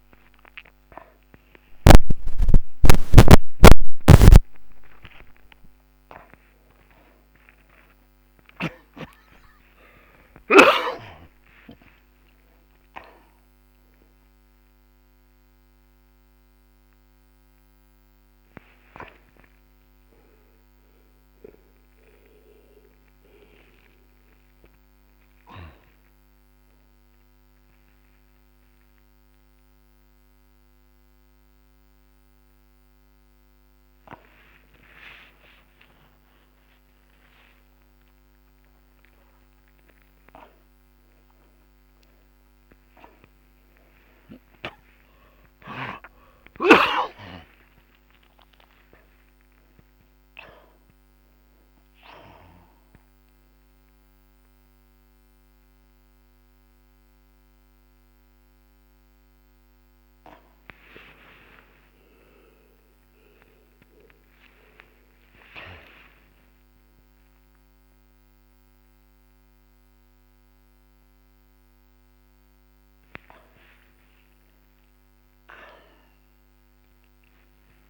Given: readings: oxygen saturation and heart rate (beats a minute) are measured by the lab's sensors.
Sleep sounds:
a person awake in a sleep study, by a microphone on the trachea; none
48.00-67.00 s: oxygen desaturation (device-marked, oxygen 96% before, 91% lowest, heart rate 89 before, 63 extreme)
From the record:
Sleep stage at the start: awake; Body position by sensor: upright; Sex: male

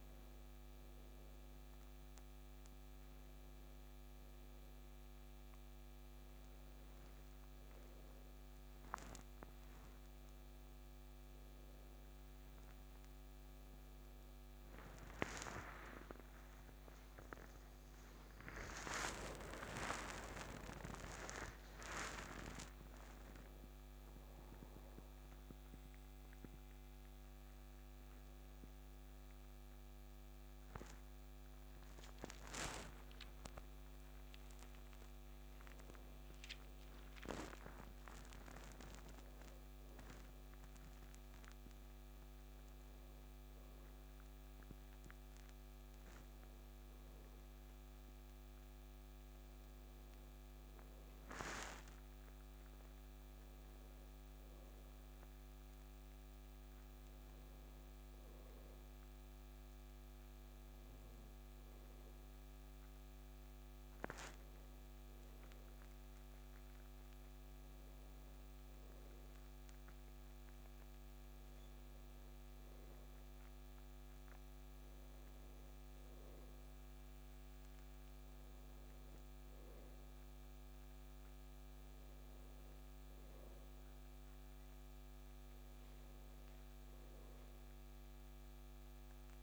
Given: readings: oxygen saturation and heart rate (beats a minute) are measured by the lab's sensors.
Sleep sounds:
a person awake in a sleep study, by a microphone on the trachea; none
none scored
From the record:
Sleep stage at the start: awake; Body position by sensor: on the back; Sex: male

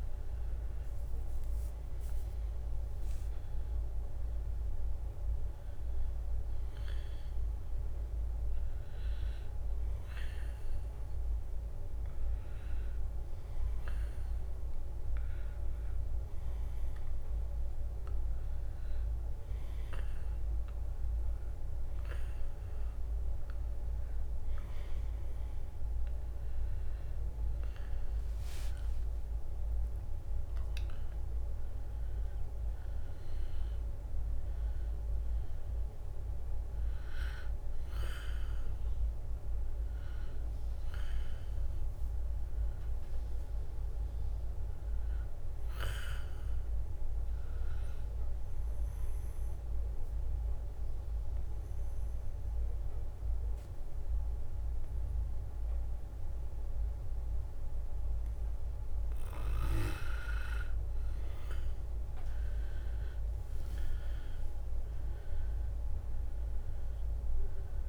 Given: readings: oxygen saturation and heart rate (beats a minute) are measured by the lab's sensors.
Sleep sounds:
breathing in sleep, hard to hear, by a room microphone; 1
27.00-29.00 s: leg movement (device-marked)
27.50-31.00 s: arousal
27.50-40.50 s: drop in pulse transit time (device-marked, heart rate 66 before, 65 extreme)
40.50-44.00 s: leg movement (device-marked)
49.50-60.00 s: obstructive apnea (oxygen 96% before, 92% lowest, heart rate 69 before, 64 extreme, up 5 after)
61.50-65.50 s: arousal
62.50-66.00 s: leg movement (device-marked)
62.50-67.89 s: drop in pulse transit time (device-marked, heart rate 67 before, 68 extreme)
65.50-67.89 s: oxygen desaturation (device-marked, oxygen 96% before, 92% lowest, heart rate 67 before, 64 extreme)
From the record:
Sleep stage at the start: N2 (light sleep); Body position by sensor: on the back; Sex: male

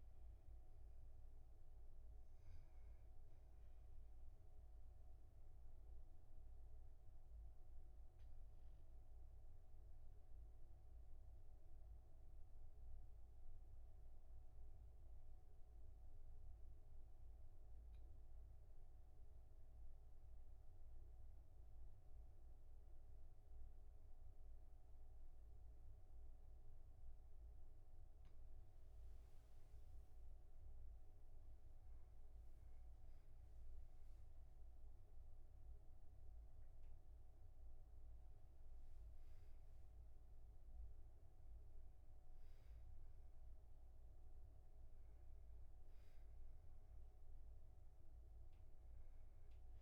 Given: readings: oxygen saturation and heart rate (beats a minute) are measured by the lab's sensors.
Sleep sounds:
breathing in sleep, hard to hear, by a room microphone; 1
0.00-14.00 s: oxygen desaturation (device-marked, oxygen 95% lowest, heart rate 39 extreme)
5.50-27.50 s: mixed apnea (oxygen 99% before, 95% lowest, heart rate 47 before, 38 extreme, up 7 after)
29.50-33.50 s: arousal
From the record:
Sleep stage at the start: N2 (light sleep); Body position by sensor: on the back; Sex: male

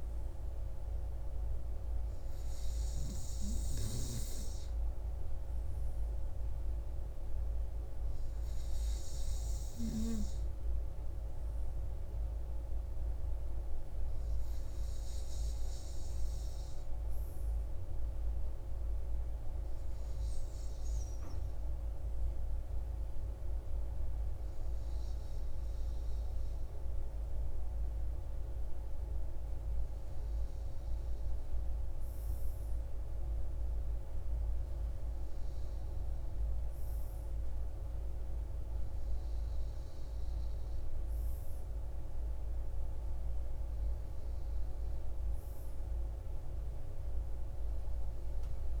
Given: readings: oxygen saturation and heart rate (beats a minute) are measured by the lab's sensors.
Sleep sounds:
breathing in sleep, hard to hear, by a room microphone; none
none scored
From the record:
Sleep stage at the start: REM sleep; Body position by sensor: on the front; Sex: male

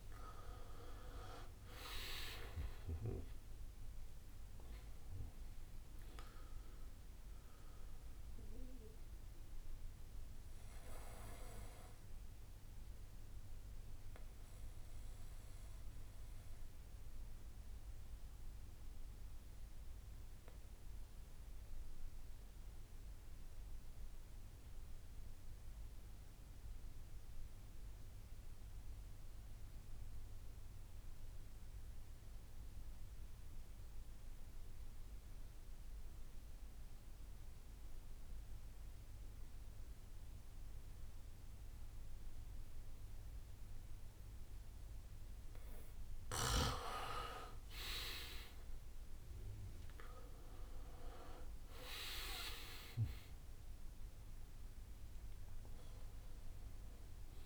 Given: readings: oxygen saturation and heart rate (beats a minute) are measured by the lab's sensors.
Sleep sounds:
breathing in sleep by a room microphone; 1
0.00-3.00 s: arousal
0.00-21.50 s: oxygen desaturation (device-marked, oxygen 82% lowest, heart rate 55 extreme)
1.50-3.50 s: long interval between heartbeats (device-marked, heart rate 62 before, 78 extreme)
3.50-13.50 s: drop in pulse transit time (device-marked, heart rate 64 before, 59 extreme)
9.50-19.50 s: bradycardia (device-marked, heart rate 65 before, 55 extreme)
14.50-45.50 s: obstructive apnea (oxygen 97% before, 83% lowest, heart rate 71 before, 54 extreme, up 30 after)
22.50-24.50 s: bradycardia (device-marked, heart rate 65 before, 60 extreme)
31.50-33.50 s: bradycardia (device-marked, heart rate 65 before, 61 extreme)
34.50-37.50 s: bradycardia (device-marked, heart rate 65 before, 59 extreme)
37.50-57.46 s: oxygen desaturation (device-marked, oxygen 99% before, 86% lowest, heart rate 60 before, 54 extreme)
48.50-54.00 s: arousal
50.00-52.00 s: long interval between heartbeats (device-marked, heart rate 60 before, 73 extreme)
51.50-57.46 s: drop in pulse transit time (device-marked, heart rate 62 before, 67 extreme)
52.50-54.50 s: long interval between heartbeats (device-marked, heart rate 62 before, 88 extreme)
From the record:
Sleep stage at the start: N2 (light sleep); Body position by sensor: on the back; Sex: male

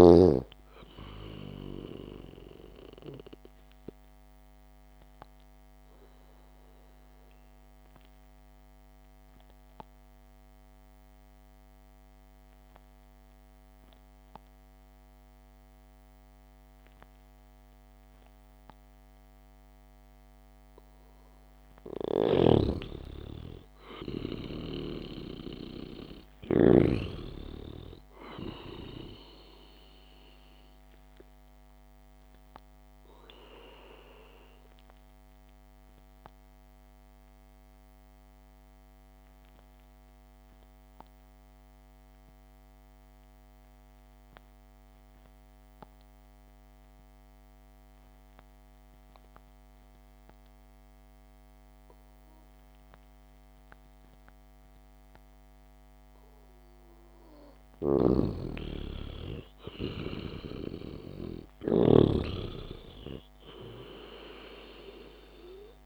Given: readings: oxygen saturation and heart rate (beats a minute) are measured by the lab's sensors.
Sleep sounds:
breathing in sleep by a microphone on the trachea; 2
7.50-21.00 s: obstructive apnea (oxygen 98% before, 92% lowest, heart rate 58 before, 55 extreme, up 2 after)
22.50-27.50 s: snoring (device-marked)
24.00-27.50 s: arousal
28.50-51.50 s: oxygen desaturation (device-marked, oxygen 97% before, 92% lowest, heart rate 64 before, 49 extreme)
35.00-55.00 s: obstructive apnea (oxygen 97% before, 91% lowest, heart rate 63 before, 49 extreme, up 1 after)
58.50-62.50 s: snoring (device-marked)
59.50-63.00 s: arousal
60.50-62.50 s: long interval between heartbeats (device-marked, heart rate 60 before, 54 extreme)
From the record:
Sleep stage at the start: N2 (light sleep); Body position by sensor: on the back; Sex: male

